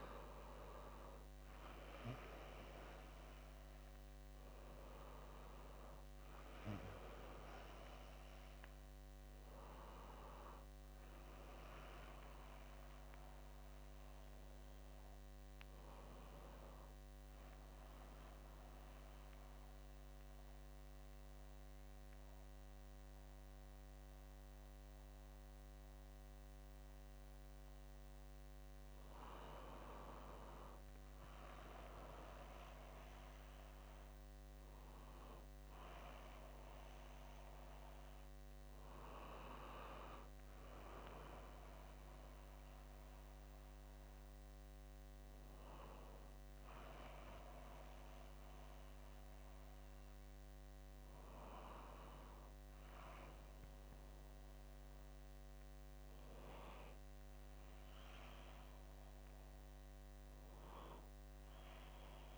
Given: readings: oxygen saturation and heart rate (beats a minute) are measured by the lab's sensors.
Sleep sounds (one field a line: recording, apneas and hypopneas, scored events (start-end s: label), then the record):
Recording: breathing in sleep by a microphone on the trachea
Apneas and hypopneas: 1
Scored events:
18.50-29.50 s: central apnea (oxygen 99% before, 95% lowest, heart rate 66 before, 65 extreme, up 1 after)
18.50-62.38 s: new sleep stage, N2 (light sleep)
32.50-36.50 s: arousal
From the record:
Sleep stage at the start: N1 (lightest sleep)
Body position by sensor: on the back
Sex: male